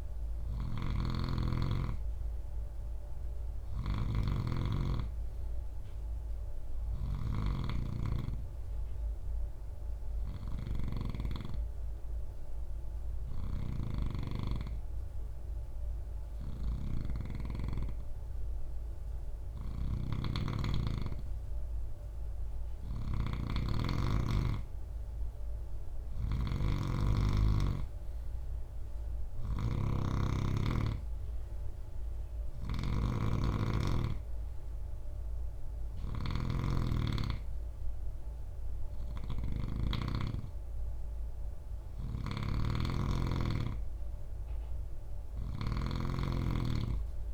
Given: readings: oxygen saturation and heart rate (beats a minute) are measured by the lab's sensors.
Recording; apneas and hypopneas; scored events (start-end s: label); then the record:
breathing in sleep by a room microphone; 1
0.00-13.50 s: snoring (device-marked)
8.50-22.00 s: hypopnea (oxygen 96% before, 92% lowest, heart rate 67 before, 66 extreme, up 6 after)
15.50-39.00 s: snoring (device-marked)
24.50-29.00 s: arousal
41.00-47.34 s: snoring (device-marked)
From the record:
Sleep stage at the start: N2 (light sleep); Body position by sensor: on the right side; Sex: male